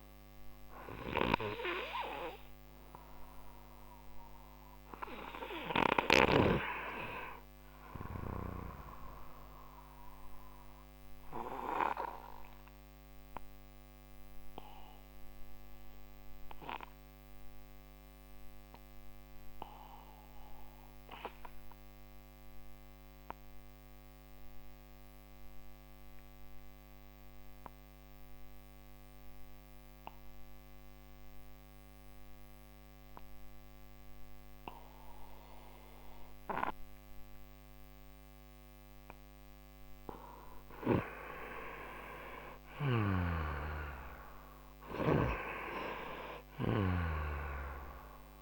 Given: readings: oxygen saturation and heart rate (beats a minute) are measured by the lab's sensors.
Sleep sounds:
breathing in sleep by a microphone on the trachea; 1
0.00-17.00 s: oxygen desaturation (device-marked, oxygen 91% lowest)
9.50-41.00 s: obstructive apnea (oxygen 97% before, 89% lowest)
40.00-48.42 s: oxygen desaturation (device-marked, oxygen 97% before, 89% lowest)
43.00-47.00 s: arousal
From the record:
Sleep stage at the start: N2 (light sleep); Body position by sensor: on the right side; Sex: male

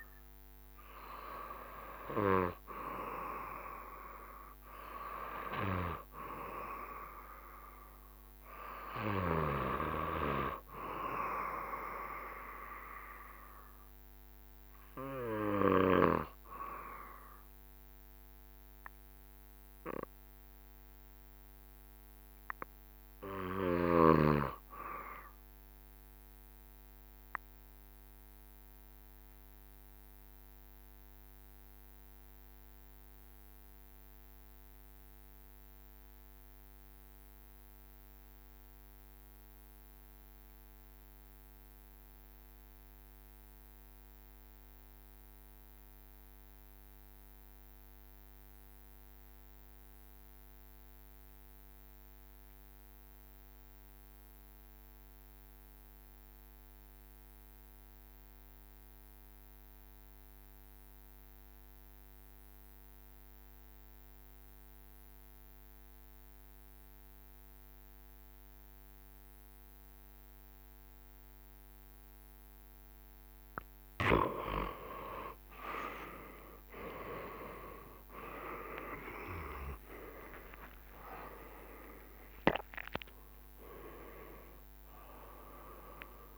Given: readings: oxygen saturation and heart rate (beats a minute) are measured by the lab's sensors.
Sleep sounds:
breathing in sleep by a microphone on the trachea; 1
0.00-10.50 s: oxygen desaturation (device-marked, oxygen 92% lowest, heart rate 68 extreme)
13.50-70.50 s: obstructive apnea (oxygen 96% before, 80% lowest, heart rate 69 before, 64 extreme, up 12 after)
36.50-86.38 s: oxygen desaturation (device-marked, oxygen 95% before, 80% lowest, heart rate 70 before, 64 extreme)
43.50-86.38 s: new sleep stage, REM sleep
77.50-82.50 s: arousal
77.50-83.50 s: tachycardia (device-marked, heart rate 73 before, 118 extreme)
78.50-86.38 s: drop in pulse transit time (device-marked, heart rate 68 before, 83 extreme)
79.50-81.50 s: long interval between heartbeats (device-marked, heart rate 68 before, 98 extreme)
From the record:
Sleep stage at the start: N2 (light sleep); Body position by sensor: on the back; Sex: male

